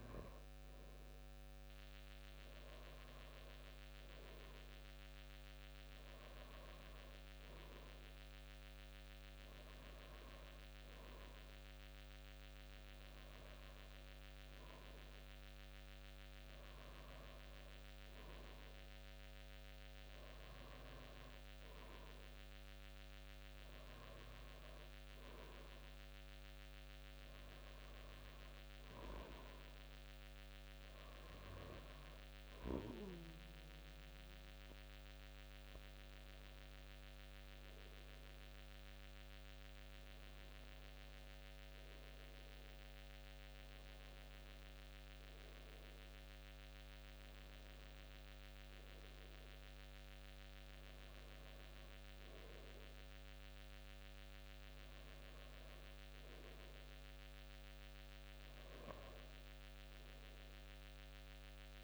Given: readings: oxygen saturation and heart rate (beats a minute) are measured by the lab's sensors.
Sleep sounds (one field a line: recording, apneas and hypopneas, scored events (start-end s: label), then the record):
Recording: breathing in sleep, hard to hear, by a microphone on the trachea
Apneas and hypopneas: none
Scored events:
none scored
From the record:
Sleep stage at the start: N2 (light sleep)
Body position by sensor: on the back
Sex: male